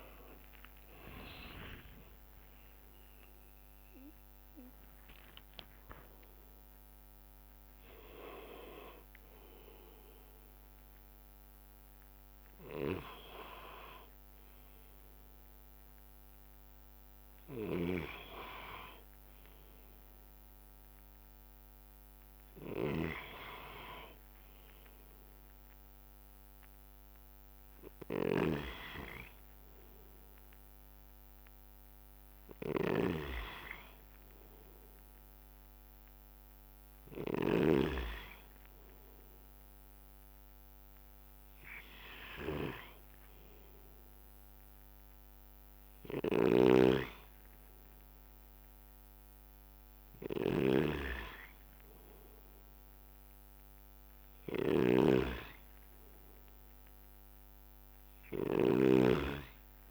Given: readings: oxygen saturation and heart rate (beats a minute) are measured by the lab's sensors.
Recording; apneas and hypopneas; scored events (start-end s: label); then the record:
a person partly awake in a sleep study, by a microphone on the trachea; none
0.00-8.00 s: drop in pulse transit time (device-marked, heart rate 86 extreme)
16.00-59.91 s: new sleep stage, N2 (light sleep)
17.50-59.91 s: snoring (device-marked)
From the record:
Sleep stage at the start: awake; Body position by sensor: on the right side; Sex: male